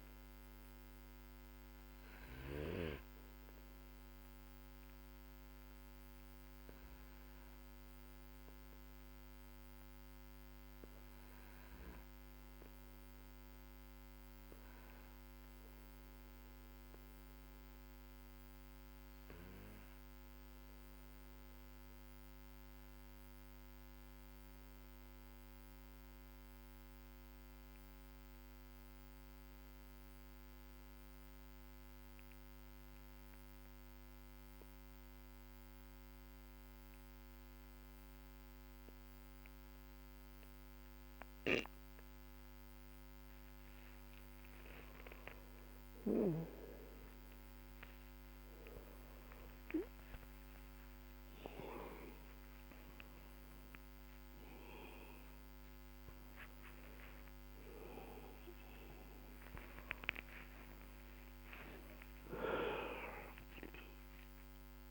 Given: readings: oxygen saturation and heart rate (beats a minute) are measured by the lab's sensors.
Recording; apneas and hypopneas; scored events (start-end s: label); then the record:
breathing in sleep by a microphone on the trachea; 1
5.50-42.50 s: obstructive apnea (oxygen 99% before, 92% lowest, heart rate 53 before, 46 extreme, up 25 after)
45.00-49.50 s: arousal
55.50-59.50 s: tachycardia (device-marked, heart rate 54 before, 111 extreme)
61.50-64.91 s: arousal
From the record:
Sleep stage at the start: N2 (light sleep); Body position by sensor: on the back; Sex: male